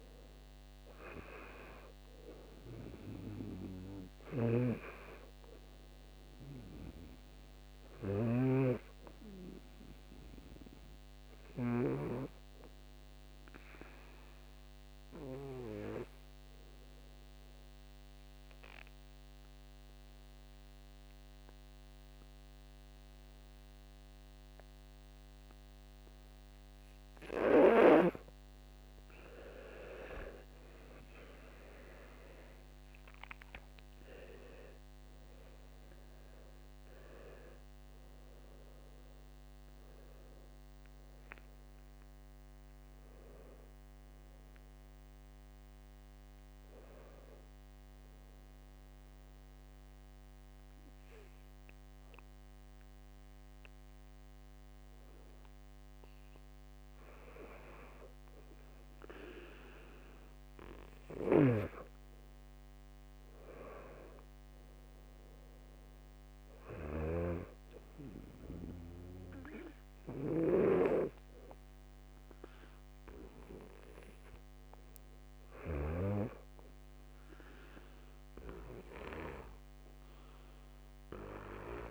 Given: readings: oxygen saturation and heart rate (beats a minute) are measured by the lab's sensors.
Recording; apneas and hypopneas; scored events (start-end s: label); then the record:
breathing in sleep by a microphone on the trachea; 2
0.00-2.50 s: arousal
4.50-12.00 s: snoring (device-marked)
12.00-27.00 s: obstructive apnea (oxygen 100% before, 93% lowest, heart rate 70 before, 63 extreme, up 25 after)
30.50-35.00 s: arousal
34.00-49.00 s: oxygen desaturation (device-marked, oxygen 99% before, 93% lowest, heart rate 67 before, 62 extreme)
48.00-58.00 s: obstructive apnea (oxygen 99% before, 94% lowest, heart rate 80 before, 62 extreme, up 7 after)
61.00-64.50 s: arousal
61.50-67.50 s: snoring (device-marked)
From the record:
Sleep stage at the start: N2 (light sleep); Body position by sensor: on the back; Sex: male